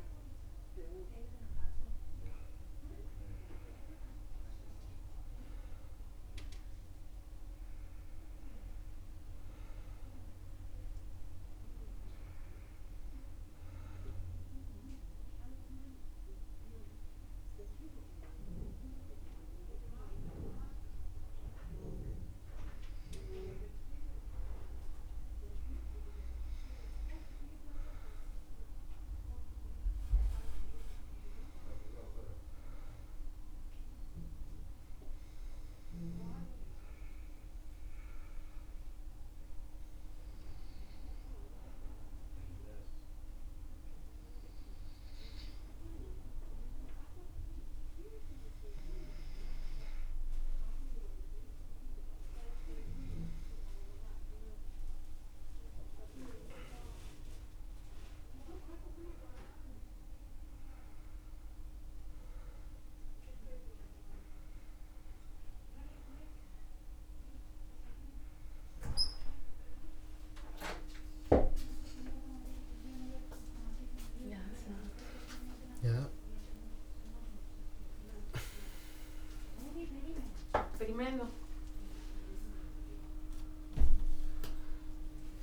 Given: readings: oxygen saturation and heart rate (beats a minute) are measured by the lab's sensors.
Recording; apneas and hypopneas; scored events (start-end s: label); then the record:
a person partly awake in a sleep study, by a room microphone; 2
2.00-62.00 s: new sleep stage, N2 (light sleep)
12.00-22.50 s: obstructive apnea (oxygen 98% before, 96% lowest, heart rate 67 before, 61 extreme, up 4 after)
26.00-30.00 s: arousal
33.00-49.50 s: hypopnea (oxygen 97% before, 96% lowest, heart rate 63 before, 65 extreme, up 11 after)
62.00-85.43 s: new sleep stage, awake
75.00-77.00 s: long interval between heartbeats (device-marked, heart rate 75 before, 107 extreme)
From the record:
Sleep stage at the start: N1 (lightest sleep); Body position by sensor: on the back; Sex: male